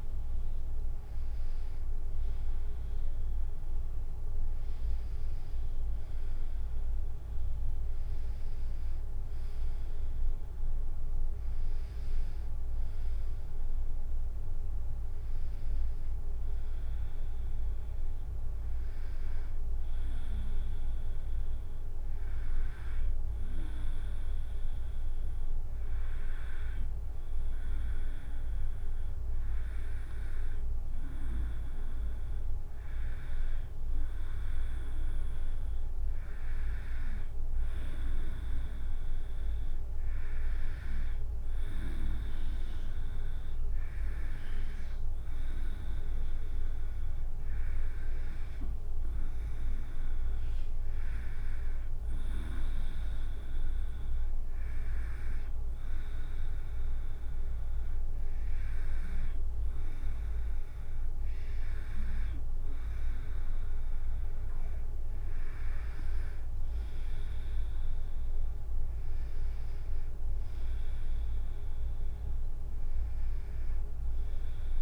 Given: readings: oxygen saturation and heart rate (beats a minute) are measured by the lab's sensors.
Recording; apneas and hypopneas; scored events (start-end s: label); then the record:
breathing in sleep, hard to hear, by a room microphone; none
66.50-72.00 s: arousal
From the record:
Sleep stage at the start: N2 (light sleep); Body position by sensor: on the right side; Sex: female